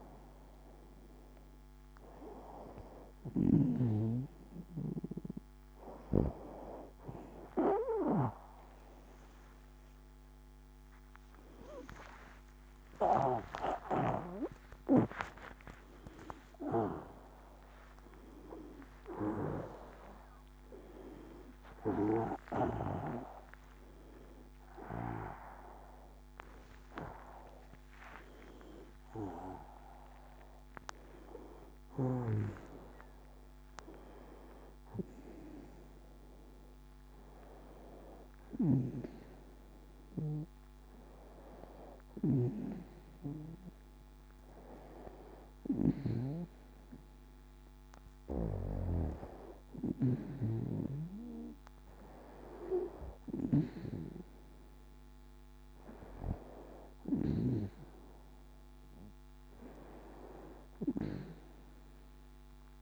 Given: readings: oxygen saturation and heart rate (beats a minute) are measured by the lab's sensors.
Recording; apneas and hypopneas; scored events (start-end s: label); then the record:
a person partly awake in a sleep study, by a microphone on the trachea; none
30.00-60.00 s: new sleep stage, N1 (lightest sleep)
38.00-57.50 s: snoring (device-marked)
60.00-62.82 s: new sleep stage, N2 (light sleep)
From the record:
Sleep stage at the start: awake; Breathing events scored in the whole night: 25 in 6.3 hours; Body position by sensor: on the back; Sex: female